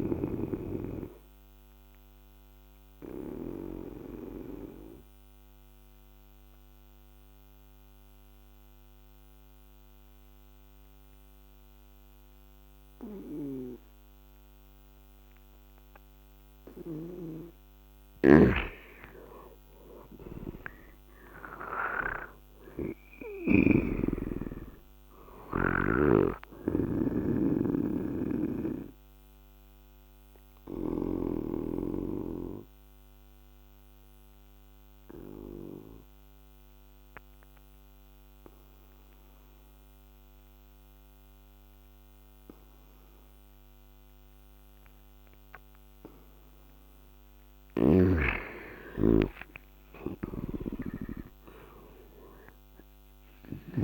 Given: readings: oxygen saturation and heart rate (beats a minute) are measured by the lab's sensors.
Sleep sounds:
breathing in sleep by a microphone on the trachea; 2
0.00-14.00 s: oxygen desaturation (device-marked, oxygen 89% lowest, heart rate 69 extreme)
1.50-17.00 s: obstructive apnea (oxygen 98% before, 87% lowest, heart rate 85 before, 69 extreme, up 12 after)
20.00-23.00 s: arousal
20.00-39.00 s: oxygen desaturation (device-marked, oxygen 98% before, 89% lowest, heart rate 75 before, 76 extreme)
27.00-46.50 s: obstructive apnea (oxygen 98% before, 87% lowest, heart rate 75 before, 75 extreme, up 6 after)
47.00-53.50 s: snoring (device-marked)
49.50-53.00 s: arousal
From the record:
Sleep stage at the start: N2 (light sleep); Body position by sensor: on the right side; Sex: male

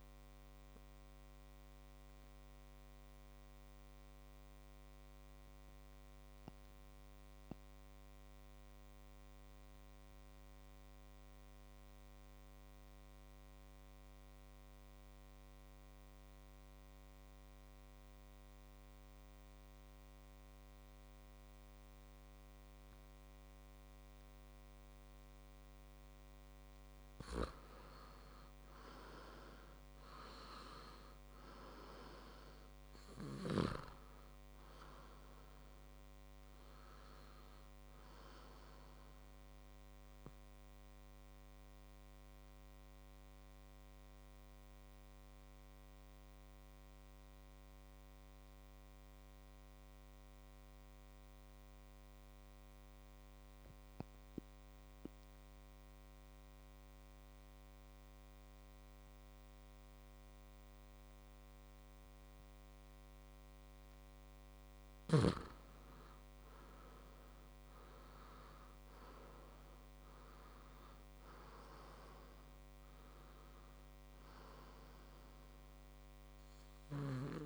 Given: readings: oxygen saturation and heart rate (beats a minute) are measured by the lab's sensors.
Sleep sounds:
breathing in sleep by a microphone on the trachea; 2
0.00-9.50 s: oxygen desaturation (device-marked, oxygen 90% lowest, heart rate 53 extreme)
2.00-26.50 s: obstructive apnea (oxygen 98% before, 90% lowest, heart rate 65 before, 55 extreme, up 4 after)
26.50-45.50 s: oxygen desaturation (device-marked, oxygen 99% before, 91% lowest, heart rate 58 before, 58 extreme)
28.50-32.00 s: arousal
41.50-63.50 s: obstructive apnea (oxygen 99% before, 91% lowest, heart rate 62 before, 55 extreme, up 4 after)
63.50-77.46 s: oxygen desaturation (device-marked, oxygen 99% before, 91% lowest, heart rate 61 before, 55 extreme)
66.50-70.50 s: arousal
From the record:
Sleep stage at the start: N2 (light sleep); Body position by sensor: on the back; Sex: male

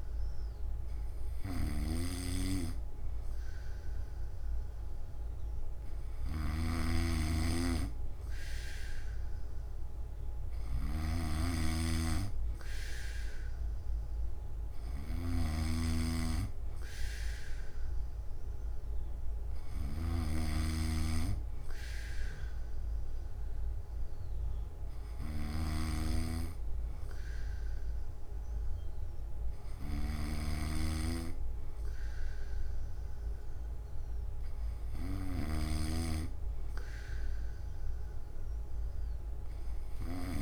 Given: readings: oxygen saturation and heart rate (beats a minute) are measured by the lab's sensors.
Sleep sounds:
breathing in sleep by a room microphone; none
0.00-40.42 s: snoring (device-marked)
From the record:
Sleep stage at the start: N3 (deep sleep); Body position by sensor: on the back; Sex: male

